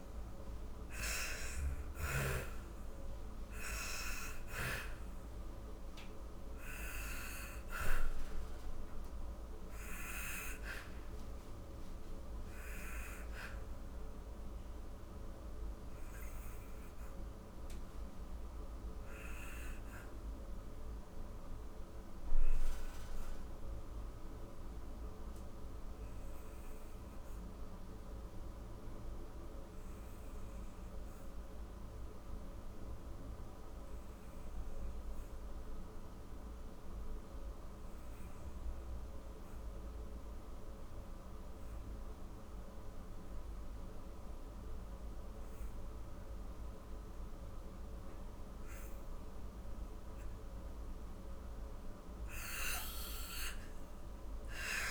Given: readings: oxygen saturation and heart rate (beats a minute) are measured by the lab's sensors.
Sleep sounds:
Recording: breathing in sleep by a room microphone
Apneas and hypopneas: 1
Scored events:
0.00-20.50 s: oxygen desaturation (device-marked, oxygen 88% lowest, heart rate 54 extreme)
2.00-49.00 s: obstructive apnea (oxygen 98% before, 87% lowest, heart rate 73 before, 47 extreme, up 25 after)
42.50-54.91 s: oxygen desaturation (device-marked, oxygen 98% before, 88% lowest, heart rate 82 before, 39 extreme)
51.50-54.91 s: arousal
From the record:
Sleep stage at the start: N2 (light sleep)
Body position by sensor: on the back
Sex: female

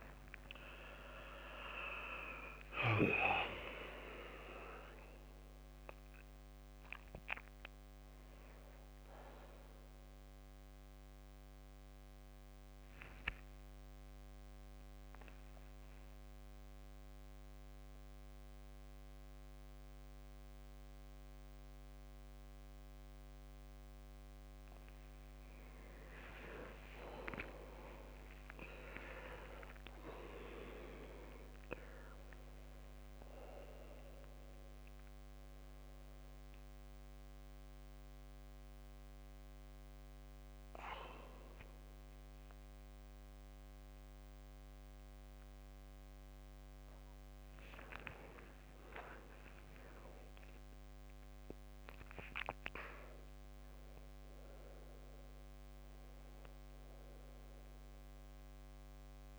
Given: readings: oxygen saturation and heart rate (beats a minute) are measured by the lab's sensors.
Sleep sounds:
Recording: breathing in sleep by a microphone on the trachea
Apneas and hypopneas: 1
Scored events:
0.00-3.50 s: arousal
1.50-3.50 s: long interval between heartbeats (device-marked, heart rate 95 before, 87 extreme)
3.50-59.39 s: new sleep stage, N2 (light sleep)
9.50-24.50 s: oxygen desaturation (device-marked, oxygen 98% before, 95% lowest, heart rate 93 before, 91 extreme)
10.50-24.00 s: hypopnea (oxygen 98% before, 92% lowest, heart rate 94 before, 91 extreme, up 52 after)
26.50-29.50 s: arousal
28.00-30.00 s: long interval between heartbeats (device-marked, heart rate 98 before, 128 extreme)
37.50-47.50 s: oxygen desaturation (device-marked, oxygen 99% before, 92% lowest, heart rate 110 before, 85 extreme)
39.00-41.00 s: long interval between heartbeats (device-marked, heart rate 110 before, 100 extreme)
From the record:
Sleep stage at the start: N1 (lightest sleep)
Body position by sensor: upright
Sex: male

